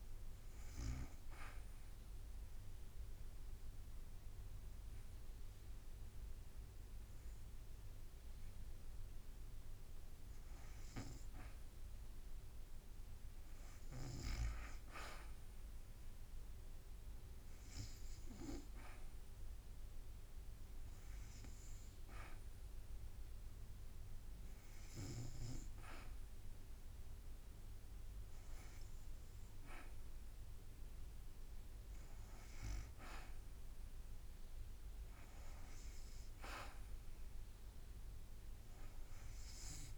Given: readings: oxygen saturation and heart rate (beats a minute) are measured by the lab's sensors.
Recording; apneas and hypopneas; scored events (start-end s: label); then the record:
breathing in sleep by a room microphone; 2
0.00-14.50 s: oxygen desaturation (device-marked, oxygen 81% lowest, heart rate 54 extreme)
0.50-10.50 s: obstructive apnea (oxygen 98% before, 81% lowest, heart rate 56 before, 59 extreme, up 0 after)
14.00-17.50 s: arousal
20.50-32.50 s: hypopnea (oxygen 91% before, 84% lowest, heart rate 59 before, 59 extreme, up 0 after)
22.50-30.50 s: oxygen desaturation (device-marked, oxygen 91% before, 84% lowest, heart rate 59 before, 59 extreme)
35.50-39.00 s: arousal
37.50-39.98 s: new sleep stage, N2 (light sleep)
37.50-39.98 s: oxygen desaturation (device-marked, oxygen 89% before, 86% lowest, heart rate 60 before, 54 extreme)
From the record:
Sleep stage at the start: REM sleep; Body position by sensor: on the back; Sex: female